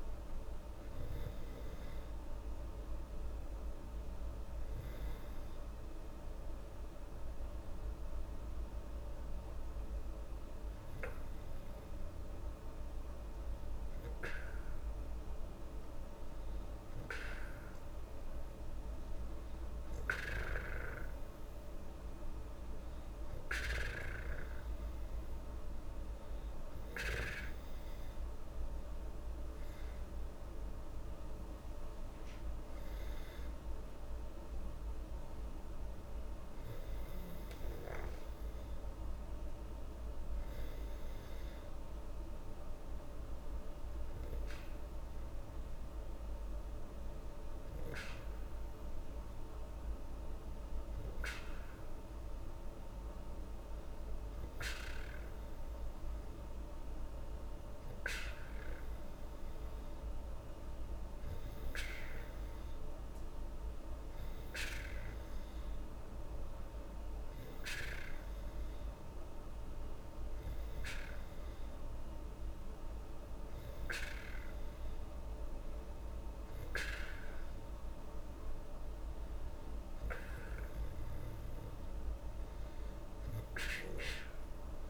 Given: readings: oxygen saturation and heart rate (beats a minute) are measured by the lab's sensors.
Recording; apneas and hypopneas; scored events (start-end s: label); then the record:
breathing in sleep by a room microphone; 2
1.00-18.00 s: hypopnea (oxygen 96% before, 94% lowest, heart rate 80 before, 77 extreme, up 4 after)
27.00-31.00 s: arousal
38.50-51.50 s: hypopnea (oxygen 96% before, 95% lowest, heart rate 81 before, 77 extreme, up 0 after)
54.00-58.00 s: arousal
From the record:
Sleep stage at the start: N2 (light sleep); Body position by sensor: on the back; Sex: female